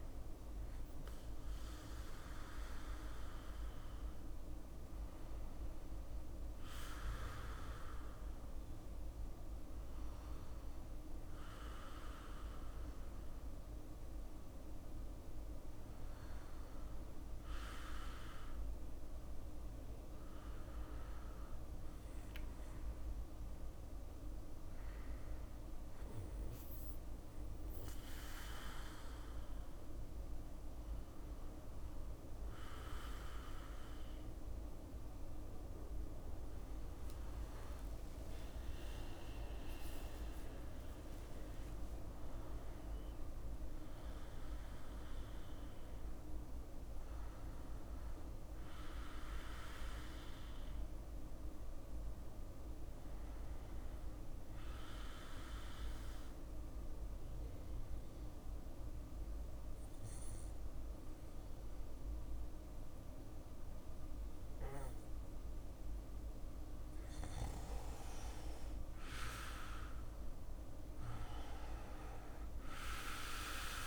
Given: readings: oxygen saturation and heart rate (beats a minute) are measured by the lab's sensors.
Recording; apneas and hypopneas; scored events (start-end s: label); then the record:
breathing in sleep, hard to hear, by a room microphone; 1
37.00-39.00 s: long interval between heartbeats (device-marked, heart rate 62 before, 71 extreme)
38.50-44.00 s: arousal
43.00-73.87 s: new sleep stage, N2 (light sleep)
54.00-65.50 s: obstructive apnea (oxygen 97% before, 94% lowest, heart rate 67 before, 62 extreme, up 2 after)
68.00-70.50 s: arousal
70.00-73.87 s: oxygen desaturation (device-marked, oxygen 97% before, 94% lowest, heart rate 64 before, 61 extreme)
From the record:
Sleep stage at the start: N1 (lightest sleep); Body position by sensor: on the back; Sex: male